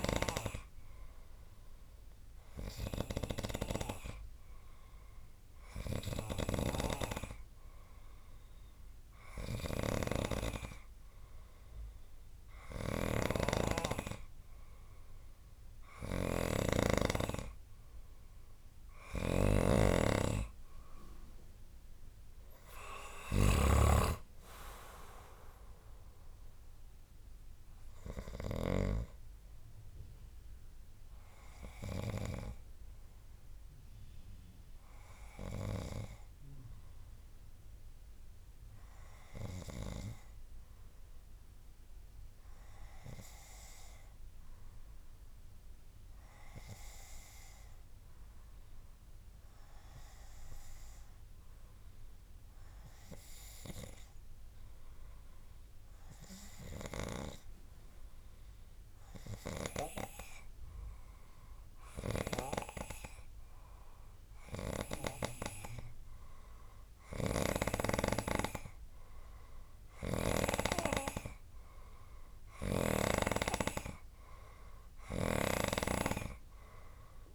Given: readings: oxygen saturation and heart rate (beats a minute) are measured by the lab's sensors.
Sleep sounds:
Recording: breathing in sleep by a room microphone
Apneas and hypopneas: 1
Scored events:
6.00-29.00 s: snoring (device-marked)
26.00-37.00 s: oxygen desaturation (device-marked, oxygen 96% before, 93% lowest, heart rate 71 before, 63 extreme)
26.00-77.35 s: new sleep stage, N2 (light sleep)
35.00-38.00 s: arousal
40.00-59.50 s: obstructive apnea (oxygen 96% before, 94% lowest, heart rate 69 before, 66 extreme, up 9 after)
61.00-73.00 s: oxygen desaturation (device-marked, oxygen 98% before, 94% lowest, heart rate 69 before, 66 extreme)
61.50-64.50 s: arousal
62.00-70.50 s: snoring (device-marked)
75.00-77.35 s: snoring (device-marked)
From the record:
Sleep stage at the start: N3 (deep sleep)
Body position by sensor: on the right side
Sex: male

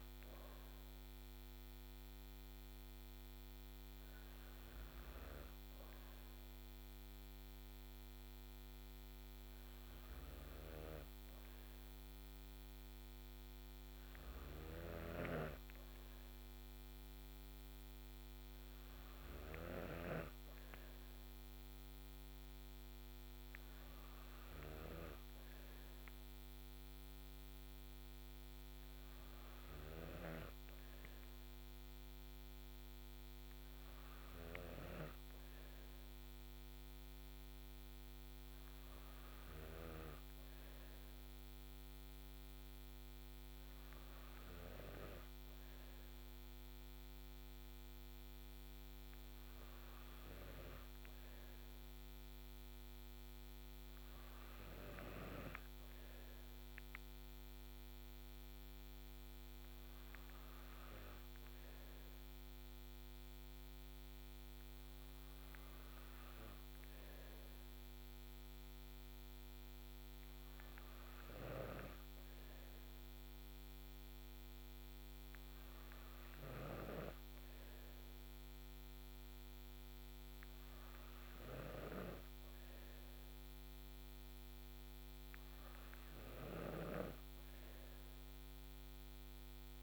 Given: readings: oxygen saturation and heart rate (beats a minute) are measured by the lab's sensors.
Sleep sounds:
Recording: breathing in sleep by a microphone on the trachea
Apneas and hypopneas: none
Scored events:
none scored
From the record:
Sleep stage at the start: N2 (light sleep)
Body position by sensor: on the back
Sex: female

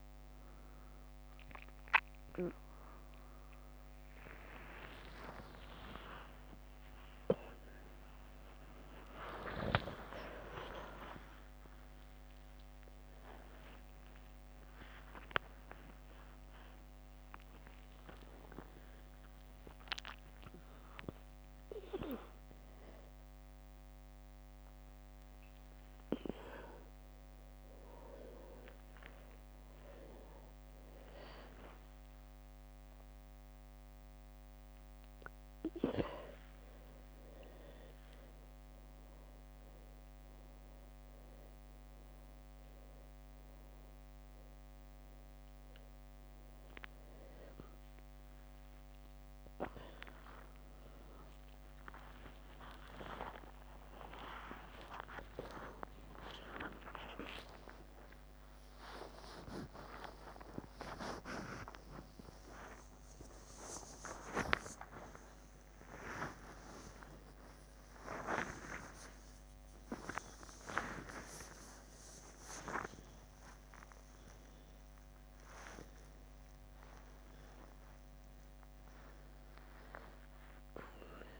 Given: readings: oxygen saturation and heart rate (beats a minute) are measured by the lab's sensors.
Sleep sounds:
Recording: a person awake in a sleep study, by a microphone on the trachea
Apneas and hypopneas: none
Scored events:
4.00-22.00 s: tachycardia (device-marked, heart rate 64 before, 170 extreme)
9.00-21.00 s: drop in pulse transit time (device-marked, heart rate 72 before, 117 extreme)
29.00-43.00 s: bradycardia (device-marked, heart rate 68 before, 34 extreme)
30.00-37.00 s: drop in pulse transit time (device-marked, heart rate 131 before, 36 extreme)
31.50-33.50 s: leg movement (device-marked)
50.00-80.00 s: tachycardia (device-marked, heart rate 68 before, 183 extreme)
53.00-66.00 s: drop in pulse transit time (device-marked, heart rate 54 before, 103 extreme)
76.00-78.00 s: drop in pulse transit time (device-marked, heart rate 160 before, 177 extreme)
77.00-81.40 s: leg movement (device-marked)
77.00-81.40 s: oxygen desaturation (device-marked, oxygen 97% before, 94% lowest, heart rate 162 before, 67 extreme)
From the record:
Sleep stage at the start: awake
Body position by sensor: on the back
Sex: female

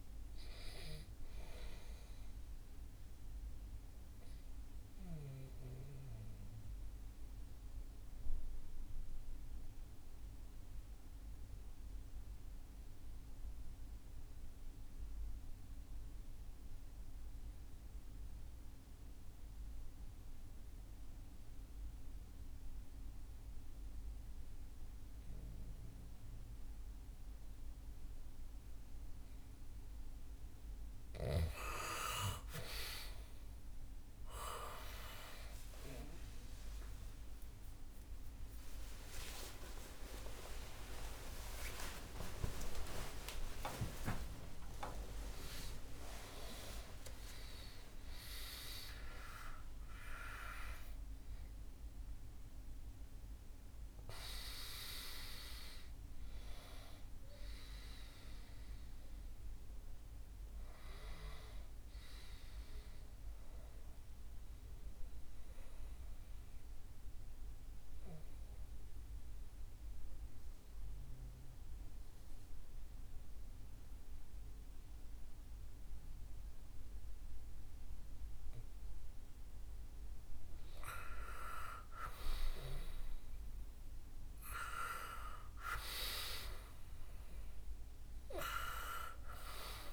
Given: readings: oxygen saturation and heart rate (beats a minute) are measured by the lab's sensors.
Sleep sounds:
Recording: a person partly awake in a sleep study, by a room microphone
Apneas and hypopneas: 2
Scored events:
0.00-4.50 s: oxygen desaturation (device-marked, oxygen 93% lowest, heart rate 62 extreme)
4.00-29.50 s: obstructive apnea (oxygen 97% before, 92% lowest, heart rate 68 before, 62 extreme, up 17 after)
6.50-17.50 s: oxygen desaturation (device-marked, oxygen 95% before, 92% lowest, heart rate 68 before, 62 extreme)
26.50-56.50 s: oxygen desaturation (device-marked, oxygen 99% before, 92% lowest, heart rate 63 before, 61 extreme)
32.50-62.50 s: new sleep stage, awake
62.50-89.93 s: new sleep stage, N2 (light sleep)
65.50-79.50 s: obstructive apnea (oxygen 96% before, 93% lowest, heart rate 92 before, 60 extreme, up 4 after)
80.50-84.50 s: arousal
84.50-89.93 s: oxygen desaturation (device-marked, oxygen 98% before, 94% lowest, heart rate 62 before, 60 extreme)
From the record:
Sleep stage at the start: N2 (light sleep)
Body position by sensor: on the back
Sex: male

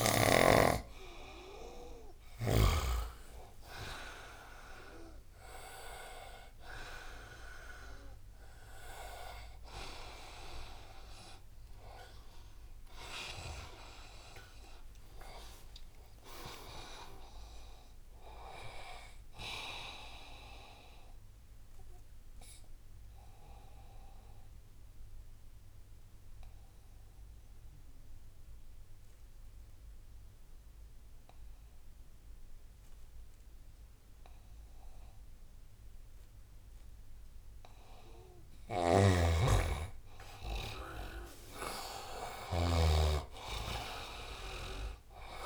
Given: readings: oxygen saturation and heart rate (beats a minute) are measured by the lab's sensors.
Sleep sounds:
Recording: breathing in sleep by a room microphone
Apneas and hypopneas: 1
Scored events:
11.00-15.50 s: arousal
23.00-38.00 s: obstructive apnea (oxygen 97% before, 92% lowest, heart rate 82 before, 73 extreme, up 9 after)
38.50-45.46 s: snoring (device-marked)
40.00-43.00 s: arousal
41.50-45.46 s: oxygen desaturation (device-marked, oxygen 98% before, 92% lowest, heart rate 79 before, 69 extreme)
From the record:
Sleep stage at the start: N2 (light sleep)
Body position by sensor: on the right side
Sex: male

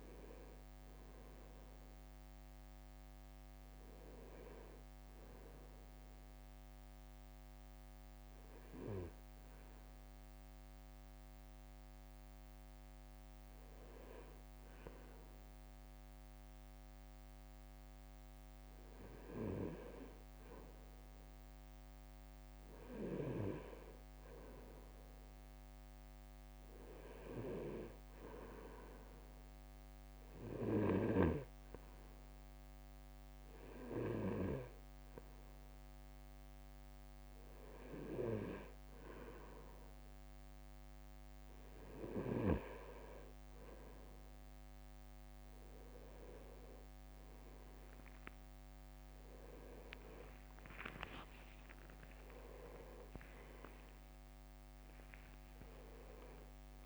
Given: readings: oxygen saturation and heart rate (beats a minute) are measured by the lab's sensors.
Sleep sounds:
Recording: breathing in sleep by a microphone on the trachea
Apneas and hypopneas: 1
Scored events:
7.00-19.00 s: hypopnea (oxygen 98% before, 95% lowest, heart rate 56 before, 54 extreme, up 3 after)
20.50-23.50 s: arousal
45.50-47.50 s: leg movement (device-marked)
49.50-54.00 s: arousal
51.00-56.86 s: drop in pulse transit time (device-marked, heart rate 56 before, 60 extreme)
53.00-55.00 s: leg movement (device-marked)
From the record:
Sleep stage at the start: N2 (light sleep)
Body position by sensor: on the right side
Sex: male

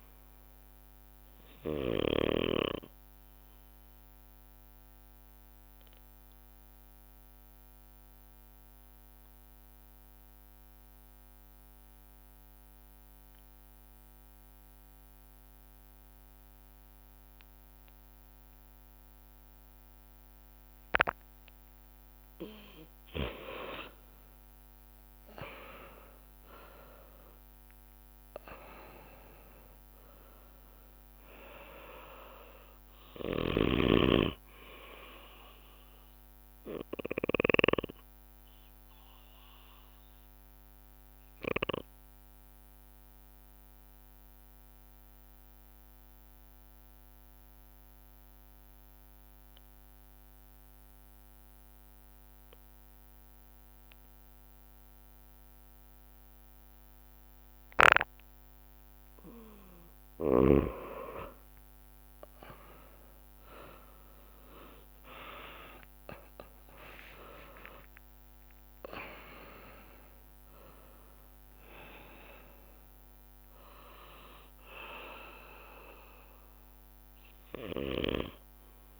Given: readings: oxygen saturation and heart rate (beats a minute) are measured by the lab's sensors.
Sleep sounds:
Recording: breathing in sleep by a microphone on the trachea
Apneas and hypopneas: 2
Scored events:
0.00-12.50 s: oxygen desaturation (device-marked, oxygen 93% lowest, heart rate 50 extreme)
0.00-23.50 s: bradycardia (device-marked)
3.50-21.50 s: obstructive apnea (oxygen 99% before, 92% lowest, heart rate 58 before, 50 extreme, up 14 after)
23.50-28.50 s: arousal
24.50-50.50 s: oxygen desaturation (device-marked, oxygen 98% before, 93% lowest, heart rate 52 before, 54 extreme)
27.00-29.00 s: long interval between heartbeats (device-marked, heart rate 52 before, 61 extreme)
31.00-33.00 s: long interval between heartbeats (device-marked, heart rate 55 before, 84 extreme)
33.00-37.50 s: snoring (device-marked)
33.50-35.50 s: long interval between heartbeats (device-marked, heart rate 60 before, 80 extreme)
34.50-43.50 s: drop in pulse transit time (device-marked, heart rate 61 before, 61 extreme)
36.00-38.00 s: long interval between heartbeats (device-marked, heart rate 63 before, 83 extreme)
37.50-58.50 s: obstructive apnea (oxygen 98% before, 92% lowest, heart rate 66 before, 54 extreme, up 14 after)
38.00-40.00 s: long interval between heartbeats (device-marked, heart rate 66 before, 79 extreme)
40.50-45.50 s: bradycardia (device-marked)
49.00-51.00 s: long interval between heartbeats (device-marked, heart rate 72 before, 64 extreme)
52.50-54.50 s: long interval between heartbeats (device-marked, heart rate 69 before, 70 extreme)
57.50-59.50 s: long interval between heartbeats (device-marked, heart rate 65 before, 68 extreme)
60.00-62.00 s: long interval between heartbeats (device-marked, heart rate 64 before, 67 extreme)
61.50-79.00 s: oxygen desaturation (device-marked, oxygen 99% before, 92% lowest, heart rate 63 before, 52 extreme)
63.50-68.50 s: arousal
64.50-79.00 s: drop in pulse transit time (device-marked, heart rate 64 before, 66 extreme)
65.50-67.50 s: long interval between heartbeats (device-marked, heart rate 65 before, 75 extreme)
70.50-72.50 s: long interval between heartbeats (device-marked, heart rate 70 before, 97 extreme)
74.00-76.00 s: long interval between heartbeats (device-marked, heart rate 74 before, 98 extreme)
77.00-79.00 s: long interval between heartbeats (device-marked, heart rate 79 before, 77 extreme)
From the record:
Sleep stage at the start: N2 (light sleep)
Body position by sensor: on the left side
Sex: male

